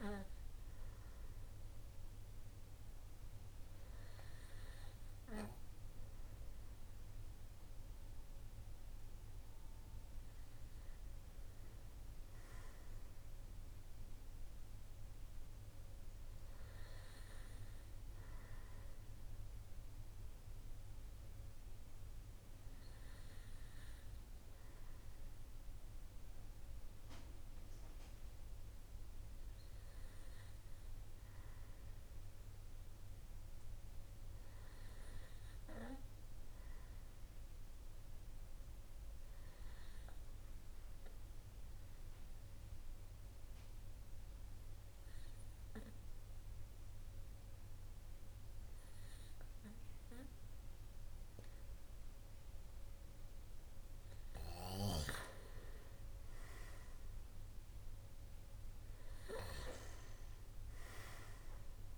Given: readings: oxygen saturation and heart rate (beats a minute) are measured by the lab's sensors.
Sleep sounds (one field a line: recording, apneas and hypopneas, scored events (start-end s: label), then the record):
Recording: breathing in sleep by a room microphone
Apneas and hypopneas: 1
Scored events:
20.50-53.50 s: hypopnea (oxygen 98% before, 93% lowest, heart rate 52 before, 49 extreme, up 6 after)
55.50-58.50 s: arousal
From the record:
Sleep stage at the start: N2 (light sleep)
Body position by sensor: on the right side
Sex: male